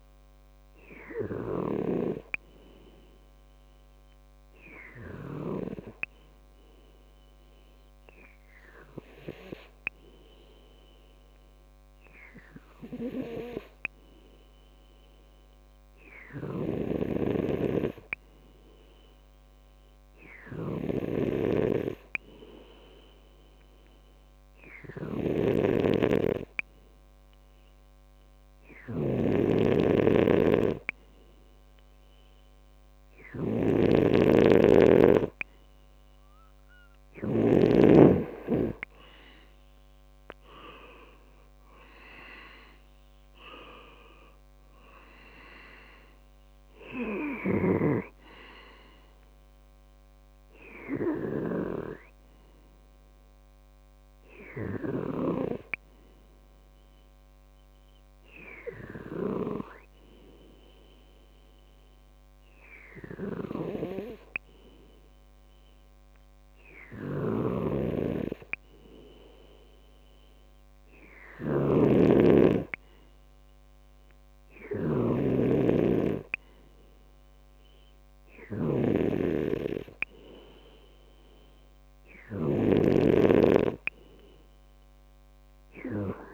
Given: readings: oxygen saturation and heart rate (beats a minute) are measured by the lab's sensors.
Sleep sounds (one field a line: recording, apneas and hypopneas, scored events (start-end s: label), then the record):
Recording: breathing in sleep by a microphone on the trachea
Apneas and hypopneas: 2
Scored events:
0.00-16.50 s: oxygen desaturation (device-marked, oxygen 94% lowest, heart rate 61 extreme)
9.50-28.00 s: hypopnea (oxygen 98% before, 92% lowest, heart rate 67 before, 62 extreme, up 3 after)
25.00-37.50 s: snoring (device-marked)
31.00-34.50 s: arousal
34.50-68.50 s: oxygen desaturation (device-marked, oxygen 97% before, 92% lowest, heart rate 63 before, 62 extreme)
59.00-72.00 s: hypopnea (oxygen 96% before, 92% lowest, heart rate 69 before, 63 extreme, up 3 after)
71.50-76.00 s: snoring (device-marked)
76.00-79.50 s: arousal
From the record:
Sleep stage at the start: N2 (light sleep)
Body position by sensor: on the back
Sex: male